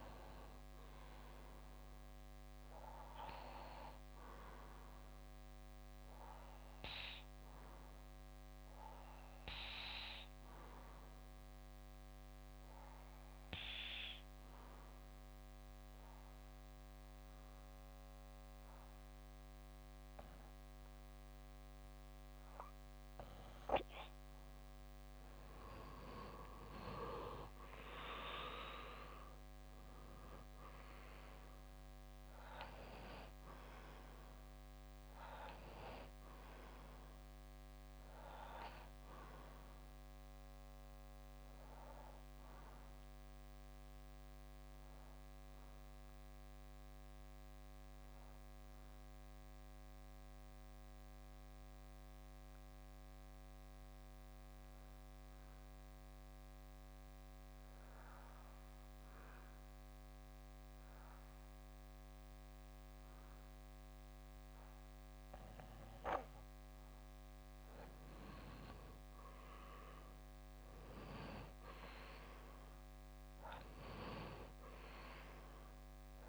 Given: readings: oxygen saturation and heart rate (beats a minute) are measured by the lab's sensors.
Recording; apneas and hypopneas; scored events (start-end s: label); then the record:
breathing in sleep by a microphone on the trachea; 2
3.00-20.00 s: bradycardia (device-marked, heart rate 60 before, 56 extreme)
5.00-23.00 s: obstructive apnea (oxygen 95% before, 92% lowest, heart rate 62 before, 56 extreme, up 12 after)
25.00-29.00 s: arousal
41.00-65.50 s: obstructive apnea (oxygen 95% before, 92% lowest, heart rate 63 before, 54 extreme, up 7 after)
41.00-66.00 s: bradycardia (device-marked, heart rate 60 before, 54 extreme)
67.50-71.00 s: arousal
From the record:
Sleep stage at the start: N2 (light sleep); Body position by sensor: on the back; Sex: male